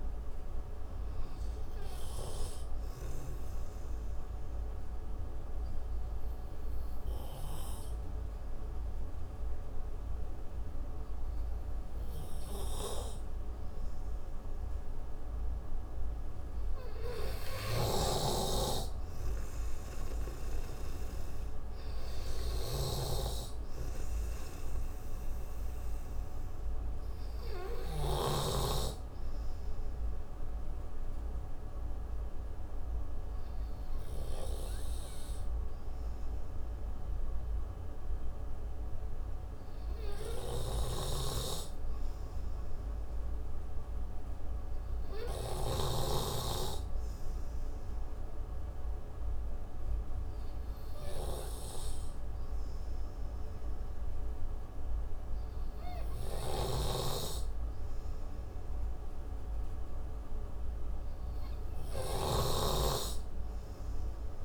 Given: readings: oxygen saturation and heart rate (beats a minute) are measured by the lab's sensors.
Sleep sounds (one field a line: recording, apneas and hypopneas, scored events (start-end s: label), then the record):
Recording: breathing in sleep by a room microphone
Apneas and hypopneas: 2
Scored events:
0.50-8.50 s: oxygen desaturation (device-marked, oxygen 95% before, 91% lowest)
3.00-16.50 s: obstructive apnea (oxygen 95% before, 88% lowest)
18.00-29.00 s: snoring (device-marked)
21.00-23.50 s: arousal
26.50-42.50 s: oxygen desaturation (device-marked, oxygen 94% before, 88% lowest)
30.00-43.00 s: obstructive apnea (oxygen 94% before, 88% lowest)
45.00-47.50 s: arousal
57.00-64.45 s: snoring (device-marked)
From the record:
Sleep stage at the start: N2 (light sleep)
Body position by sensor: on the right side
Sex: male